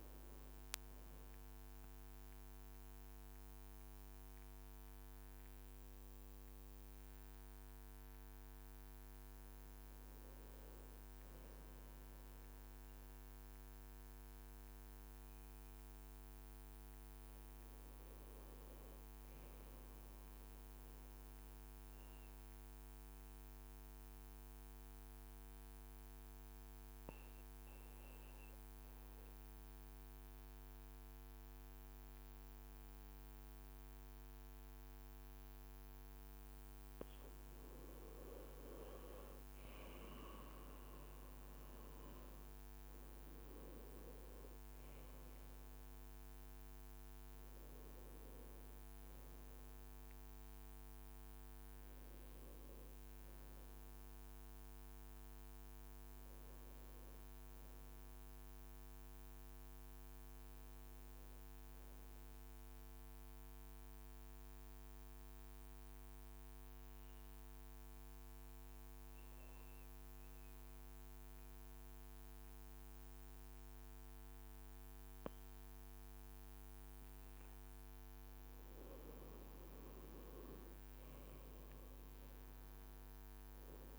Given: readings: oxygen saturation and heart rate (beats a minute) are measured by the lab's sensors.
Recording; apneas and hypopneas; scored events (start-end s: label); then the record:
breathing in sleep, hard to hear, by a microphone on the trachea; 2
6.50-10.00 s: arousal
12.50-17.00 s: leg movement (device-marked)
20.50-35.50 s: obstructive apnea (oxygen 98% before, 92% lowest, heart rate 56 before, 53 extreme, up 3 after)
36.50-55.50 s: oxygen desaturation (device-marked, oxygen 96% before, 93% lowest, heart rate 53 before, 54 extreme)
37.00-41.00 s: arousal
61.00-77.00 s: mixed apnea (oxygen 96% before, 92% lowest, heart rate 58 before, 54 extreme, up 1 after)
79.00-83.99 s: arousal
From the record:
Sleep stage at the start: N2 (light sleep); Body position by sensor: on the right side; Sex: male